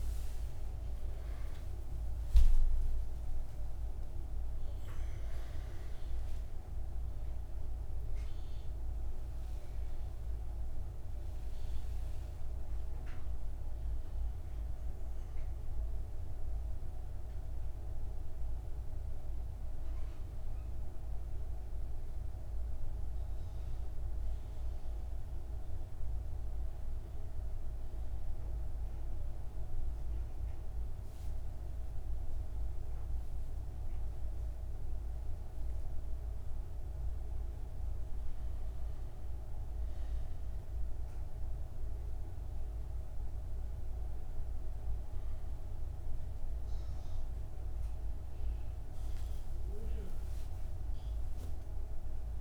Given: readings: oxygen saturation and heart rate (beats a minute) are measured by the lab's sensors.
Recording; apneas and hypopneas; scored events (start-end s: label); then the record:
a person partly awake in a sleep study, hard to hear, by a room microphone; none
16.50-52.41 s: new sleep stage, N1 (lightest sleep)
From the record:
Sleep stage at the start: awake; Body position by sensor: on the back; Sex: male